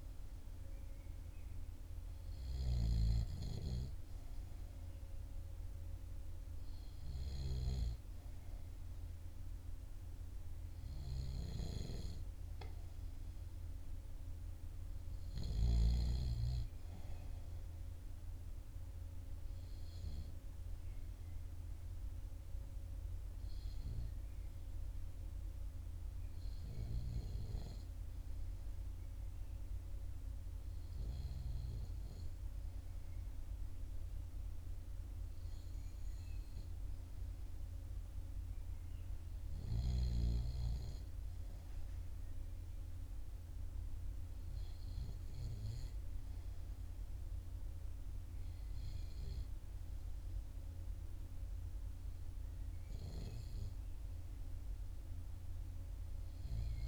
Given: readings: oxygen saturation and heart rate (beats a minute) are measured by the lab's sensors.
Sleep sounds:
breathing in sleep by a room microphone; none
none scored
From the record:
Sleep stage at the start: REM sleep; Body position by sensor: on the back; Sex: male

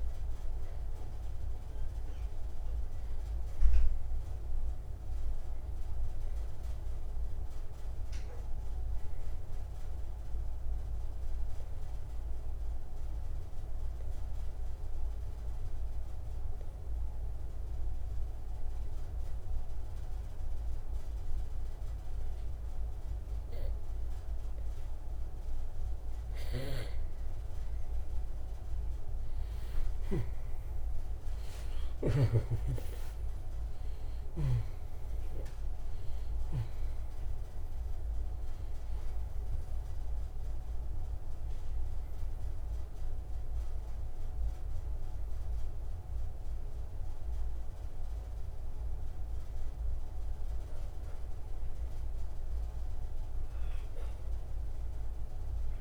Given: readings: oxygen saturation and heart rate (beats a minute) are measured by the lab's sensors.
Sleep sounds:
breathing in sleep, hard to hear, by a room microphone; 1
0.00-13.00 s: oxygen desaturation (device-marked, oxygen 83% lowest)
6.50-25.50 s: obstructive apnea (oxygen 95% before, 83% lowest)
31.00-35.50 s: arousal
31.00-55.81 s: oxygen desaturation (device-marked, oxygen 97% before, 85% lowest)
From the record:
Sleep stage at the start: N2 (light sleep); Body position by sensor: on the right side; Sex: male

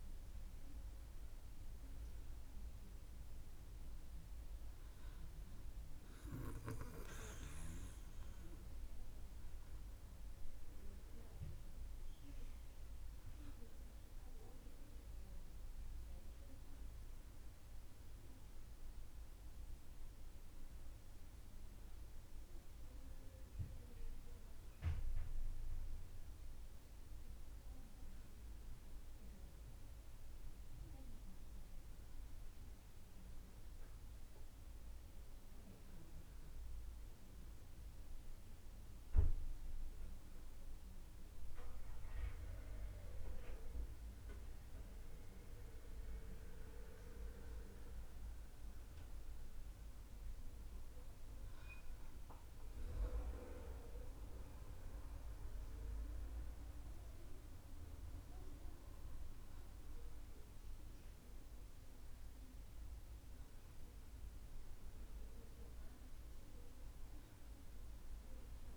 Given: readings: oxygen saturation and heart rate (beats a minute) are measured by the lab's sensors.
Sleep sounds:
breathing in sleep by a room microphone; none
none scored
From the record:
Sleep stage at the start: N2 (light sleep); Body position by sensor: on the back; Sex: female

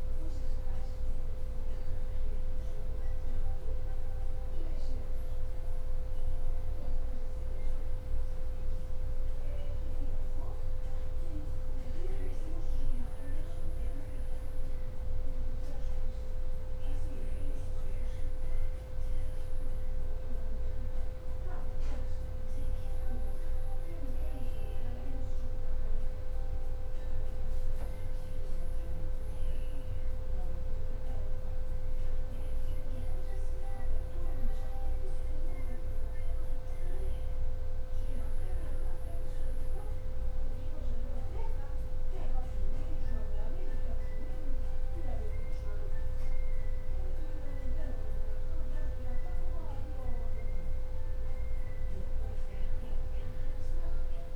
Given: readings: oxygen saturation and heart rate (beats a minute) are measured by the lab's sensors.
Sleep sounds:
breathing in sleep, hard to hear, by a room microphone; none
0.00-6.00 s: leg movement (device-marked)
26.50-32.00 s: leg movement (device-marked)
27.00-29.00 s: long interval between heartbeats (device-marked, heart rate 61 before, 70 extreme)
37.50-40.50 s: bradycardia (device-marked, heart rate 73 before, 60 extreme)
41.50-47.50 s: bradycardia (device-marked, heart rate 73 before, 59 extreme)
From the record:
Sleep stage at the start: N2 (light sleep); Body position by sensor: on the back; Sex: male

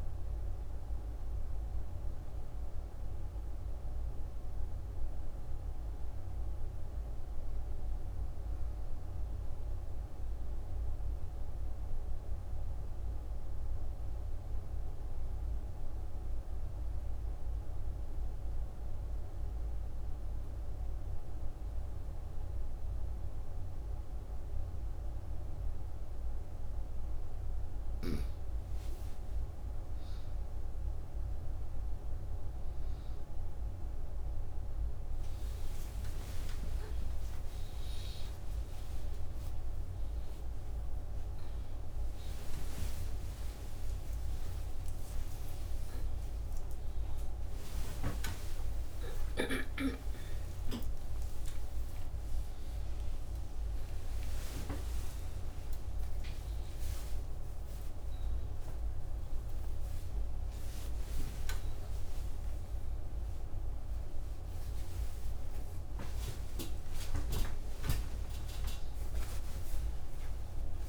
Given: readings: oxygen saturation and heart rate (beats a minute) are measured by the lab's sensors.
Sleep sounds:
a person awake in a sleep study, hard to hear, by a room microphone; 1
10.00-27.00 s: obstructive apnea (oxygen 94% before, 86% lowest, heart rate 74 before, 58 extreme, up 21 after)
29.50-70.89 s: new sleep stage, awake
32.50-45.50 s: oxygen desaturation (device-marked, oxygen 95% before, 89% lowest, heart rate 64 before, 100 extreme)
63.50-70.89 s: oxygen desaturation (device-marked, oxygen 90% before, 86% lowest)
From the record:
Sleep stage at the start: N1 (lightest sleep); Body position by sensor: on the right side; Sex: female

